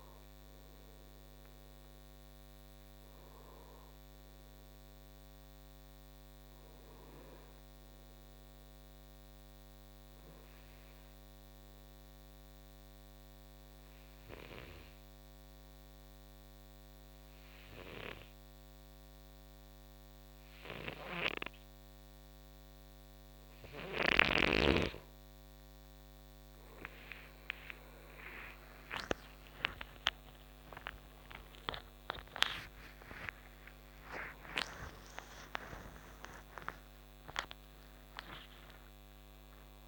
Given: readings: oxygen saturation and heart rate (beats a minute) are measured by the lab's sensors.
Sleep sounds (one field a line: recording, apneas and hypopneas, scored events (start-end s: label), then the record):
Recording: breathing in sleep by a microphone on the trachea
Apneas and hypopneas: 1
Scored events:
0.00-13.00 s: oxygen desaturation (device-marked, oxygen 88% lowest, heart rate 59 extreme)
10.50-24.50 s: obstructive apnea (oxygen 92% before, 90% lowest, heart rate 75 before, 63 extreme, up 42 after)
27.00-39.88 s: oxygen desaturation (device-marked, oxygen 98% before, 90% lowest, heart rate 62 before, 60 extreme)
33.00-39.88 s: new sleep stage, awake
From the record:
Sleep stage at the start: N2 (light sleep)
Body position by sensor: on the right side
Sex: male